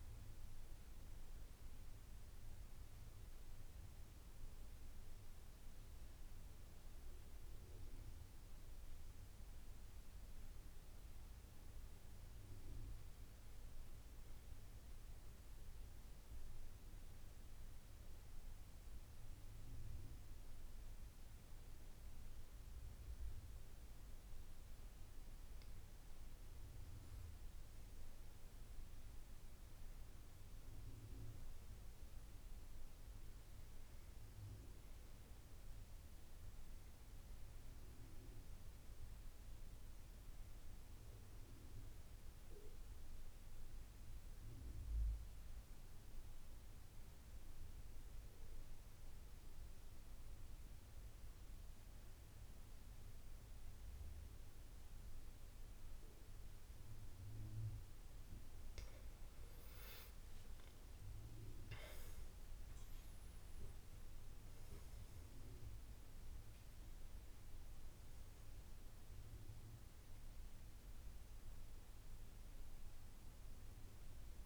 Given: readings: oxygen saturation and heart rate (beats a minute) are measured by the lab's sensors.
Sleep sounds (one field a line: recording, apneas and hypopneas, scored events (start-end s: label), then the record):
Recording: breathing in sleep, hard to hear, by a room microphone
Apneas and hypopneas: 2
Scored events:
0.00-2.00 s: arousal
0.50-14.50 s: oxygen desaturation (device-marked, oxygen 96% before, 92% lowest, heart rate 81 before, 76 extreme)
7.50-26.00 s: mixed apnea (oxygen 98% before, 88% lowest, heart rate 82 before, 75 extreme, up 9 after)
27.00-30.50 s: arousal
28.50-47.50 s: oxygen desaturation (device-marked, oxygen 95% before, 91% lowest, heart rate 80 before, 75 extreme)
38.00-58.50 s: obstructive apnea (oxygen 95% before, 88% lowest, heart rate 83 before, 75 extreme, up 11 after)
59.50-74.46 s: oxygen desaturation (device-marked, oxygen 95% before, 88% lowest, heart rate 79 before, 72 extreme)
60.00-64.00 s: arousal
From the record:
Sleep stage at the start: N2 (light sleep)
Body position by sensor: on the back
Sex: male